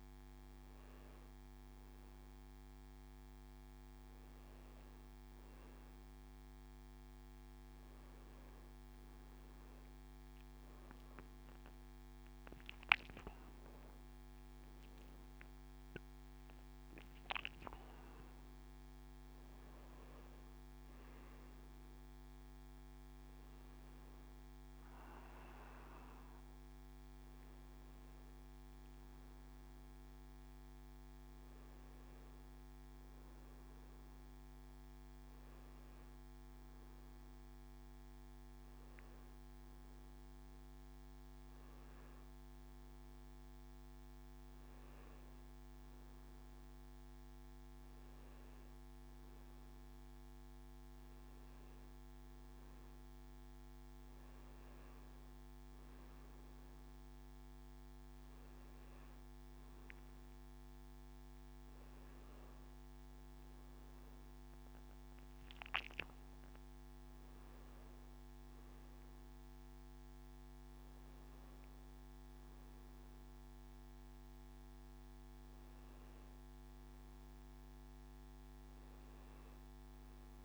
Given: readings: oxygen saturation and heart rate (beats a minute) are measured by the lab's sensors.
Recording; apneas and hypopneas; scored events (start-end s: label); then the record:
a person awake in a sleep study, hard to hear, by a microphone on the trachea; none
63.50-80.44 s: new sleep stage, N1 (lightest sleep)
From the record:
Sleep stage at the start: awake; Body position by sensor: on the back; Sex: male